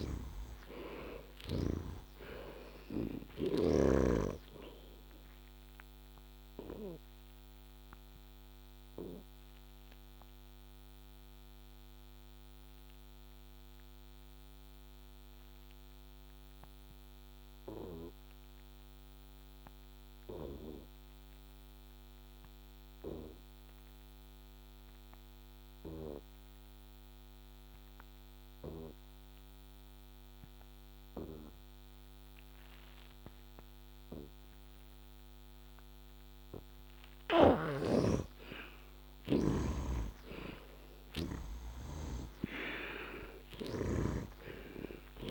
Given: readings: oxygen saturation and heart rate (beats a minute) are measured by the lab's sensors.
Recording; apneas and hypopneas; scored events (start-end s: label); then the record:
breathing in sleep by a microphone on the trachea; 1
0.00-1.50 s: snoring (device-marked)
5.50-35.50 s: obstructive apnea (heart rate 79 before, 61 extreme, up 17 after)
37.00-41.00 s: snoring (device-marked)
39.50-43.50 s: arousal
From the record:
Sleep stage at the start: N2 (light sleep); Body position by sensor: on the back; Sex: male